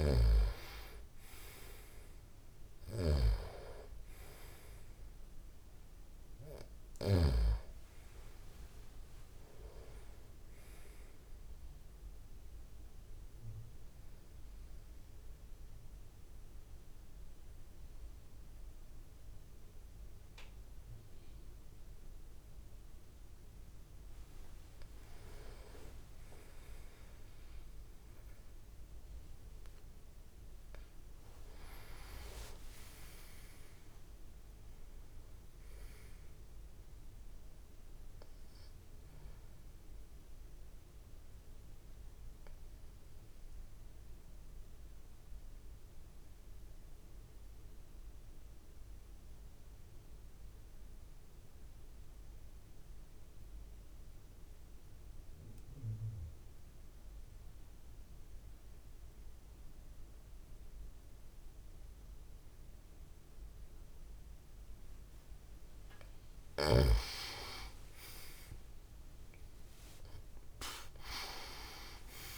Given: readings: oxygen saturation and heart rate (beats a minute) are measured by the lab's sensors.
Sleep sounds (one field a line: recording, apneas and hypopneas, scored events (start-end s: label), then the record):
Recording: breathing in sleep by a room microphone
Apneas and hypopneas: 2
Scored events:
0.00-7.00 s: snoring (device-marked)
0.00-23.00 s: oxygen desaturation (device-marked, oxygen 88% lowest)
13.00-24.00 s: obstructive apnea (oxygen 98% before, 88% lowest)
31.00-35.50 s: arousal
39.50-65.50 s: obstructive apnea (oxygen 98% before, 89% lowest)
63.00-72.38 s: oxygen desaturation (device-marked, oxygen 97% before, 89% lowest)
67.50-72.00 s: arousal
From the record:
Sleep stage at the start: N2 (light sleep)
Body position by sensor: on the back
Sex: male